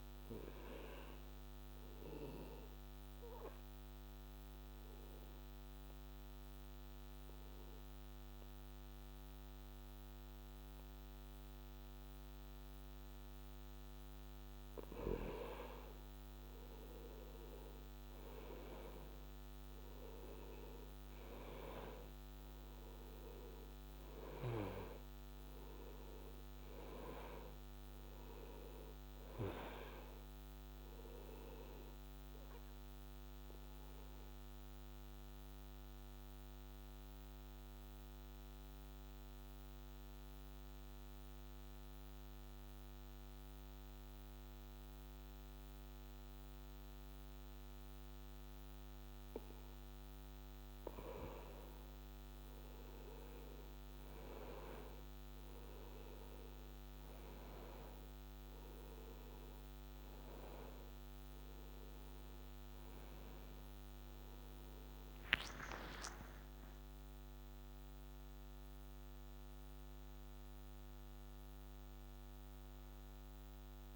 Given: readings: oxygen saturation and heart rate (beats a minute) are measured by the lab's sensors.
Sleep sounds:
breathing in sleep by a microphone on the trachea; 2
2.50-13.50 s: obstructive apnea (oxygen 98% before, 95% lowest, heart rate 66 before, 66 extreme, up 3 after)
15.50-20.00 s: arousal
31.00-49.50 s: obstructive apnea (oxygen 98% before, 94% lowest, heart rate 69 before, 65 extreme, up 4 after)
65.00-69.00 s: arousal
From the record:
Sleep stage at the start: N2 (light sleep); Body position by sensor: on the back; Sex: male

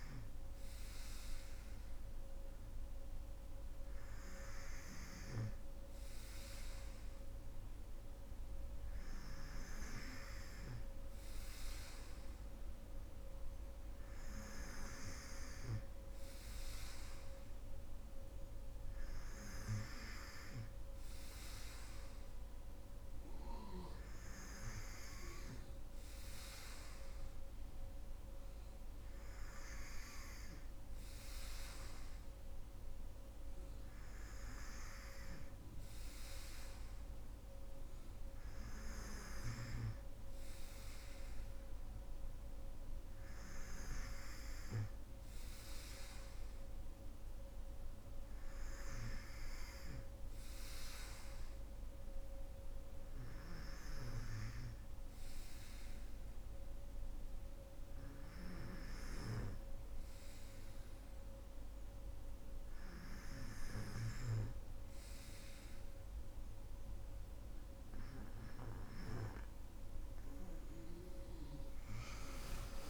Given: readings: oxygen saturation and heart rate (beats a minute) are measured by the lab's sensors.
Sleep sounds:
breathing in sleep by a room microphone; 1
52.50-67.50 s: hypopnea (oxygen 94% before, 90% lowest, heart rate 68 before, 67 extreme, up 8 after)
58.50-64.00 s: snoring (device-marked)
59.50-72.90 s: new sleep stage, awake
67.50-72.90 s: oxygen desaturation (device-marked, oxygen 94% before, 91% lowest, heart rate 67 before, 73 extreme)
From the record:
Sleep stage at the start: N3 (deep sleep); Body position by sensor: on the right side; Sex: female

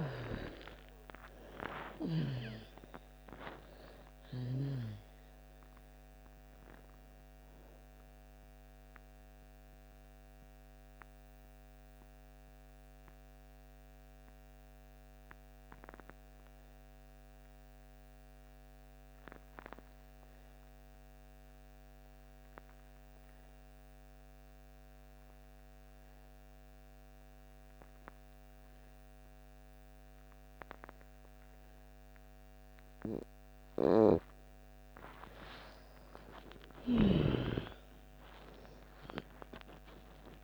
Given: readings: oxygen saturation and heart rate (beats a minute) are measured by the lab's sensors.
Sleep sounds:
breathing in sleep by a microphone on the trachea; 1
0.00-1.00 s: arousal
0.00-2.00 s: snoring (device-marked)
0.00-23.50 s: oxygen desaturation (device-marked, oxygen 78% lowest)
7.50-33.50 s: mixed apnea (oxygen 98% before, 78% lowest)
28.50-40.44 s: oxygen desaturation (device-marked, oxygen 99% before, 81% lowest)
35.50-40.00 s: arousal
From the record:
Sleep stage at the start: N2 (light sleep); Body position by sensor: on the back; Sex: female

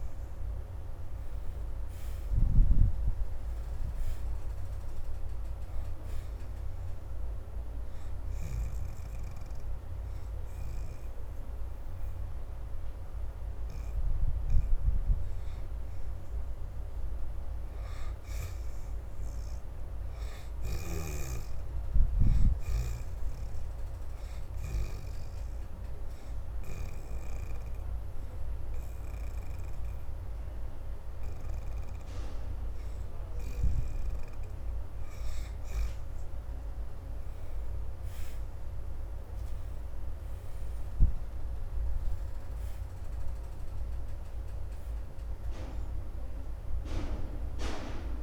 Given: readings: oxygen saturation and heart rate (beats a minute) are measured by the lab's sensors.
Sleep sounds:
breathing in sleep by a room microphone; 2
0.00-1.00 s: oxygen desaturation (device-marked, oxygen 67% lowest, heart rate 71 extreme)
0.00-3.00 s: arousal
3.00-22.00 s: oxygen desaturation (device-marked, oxygen 88% before, 70% lowest, heart rate 75 before, 73 extreme)
6.50-16.50 s: hypopnea (oxygen 88% before, 65% lowest, heart rate 75 before, 73 extreme, up 2 after)
19.00-23.00 s: arousal
25.00-35.50 s: obstructive apnea (oxygen 88% before, 65% lowest, heart rate 77 before, 72 extreme, up 4 after)
28.00-40.00 s: oxygen desaturation (device-marked, oxygen 84% before, 72% lowest, heart rate 77 before, 72 extreme)
39.00-43.50 s: arousal
From the record:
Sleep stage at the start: N2 (light sleep); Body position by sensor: on the left side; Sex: female

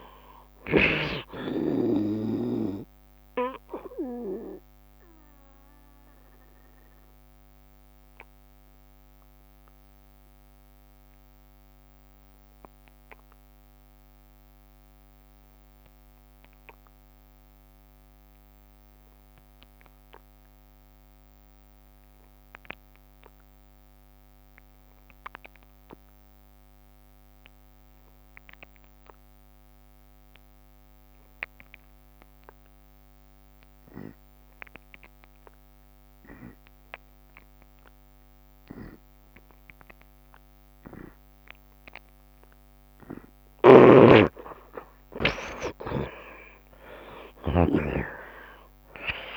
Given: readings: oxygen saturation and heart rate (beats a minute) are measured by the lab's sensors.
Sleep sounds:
breathing in sleep by a microphone on the trachea; 1
0.00-1.50 s: snoring (device-marked)
0.00-16.00 s: oxygen desaturation (device-marked, oxygen 60% before, 52% lowest, heart rate 75 before, 70 extreme)
4.00-44.00 s: obstructive apnea (oxygen 63% before, 52% lowest, heart rate 76 before, 70 extreme, up 4 after)
22.00-49.37 s: oxygen desaturation (device-marked, oxygen 82% before, 53% lowest, heart rate 75 before, 71 extreme)
44.00-49.37 s: snoring (device-marked)
44.50-49.00 s: arousal
From the record:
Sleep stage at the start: N2 (light sleep); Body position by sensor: on the right side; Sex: male

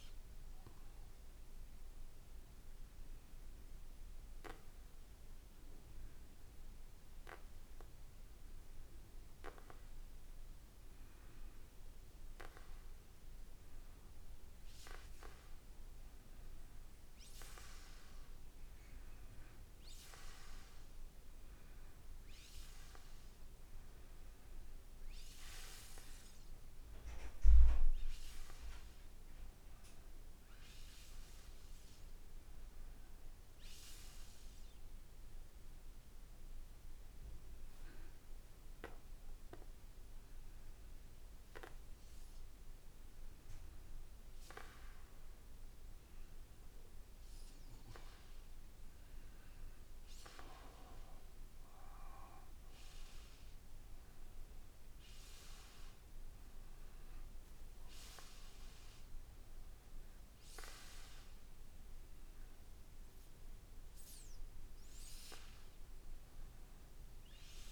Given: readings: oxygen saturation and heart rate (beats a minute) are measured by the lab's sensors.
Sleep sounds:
breathing in sleep by a room microphone; none
none scored
From the record:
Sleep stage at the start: N2 (light sleep); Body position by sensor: on the back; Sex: male

